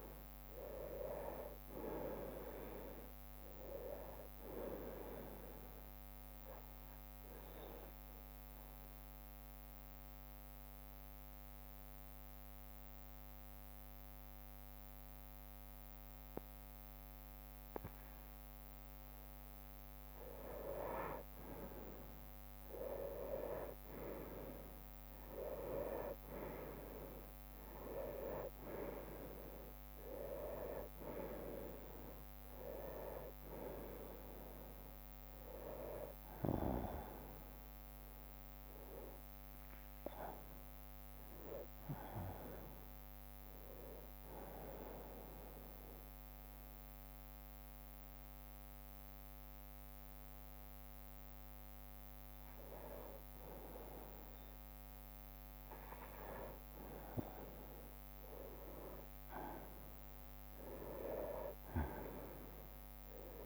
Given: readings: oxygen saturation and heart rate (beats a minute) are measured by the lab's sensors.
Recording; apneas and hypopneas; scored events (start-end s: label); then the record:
breathing in sleep by a microphone on the trachea; 2
0.00-15.00 s: oxygen desaturation (device-marked, oxygen 96% before, 91% lowest, heart rate 57 before, 50 extreme)
2.00-4.00 s: long interval between heartbeats (device-marked, heart rate 57 before, 62 extreme)
5.00-9.00 s: bradycardia (device-marked, heart rate 69 before, 58 extreme)
7.00-19.00 s: mixed apnea (oxygen 96% before, 91% lowest, heart rate 59 before, 50 extreme, up 2 after)
14.00-29.00 s: bradycardia (device-marked, heart rate 69 before, 50 extreme)
22.00-25.50 s: arousal
27.00-48.00 s: oxygen desaturation (device-marked, oxygen 96% before, 91% lowest, heart rate 57 before, 52 extreme)
29.00-31.00 s: long interval between heartbeats (device-marked, heart rate 56 before, 56 extreme)
43.00-50.00 s: bradycardia (device-marked, heart rate 69 before, 54 extreme)
44.50-55.00 s: hypopnea (oxygen 96% before, 92% lowest, heart rate 61 before, 52 extreme, up 8 after)
55.00-63.00 s: bradycardia (device-marked, heart rate 69 before, 56 extreme)
60.50-63.46 s: arousal
62.00-63.46 s: oxygen desaturation (device-marked, oxygen 97% before, 92% lowest, heart rate 59 before, 50 extreme)
From the record:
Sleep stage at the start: N2 (light sleep); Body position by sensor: on the right side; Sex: male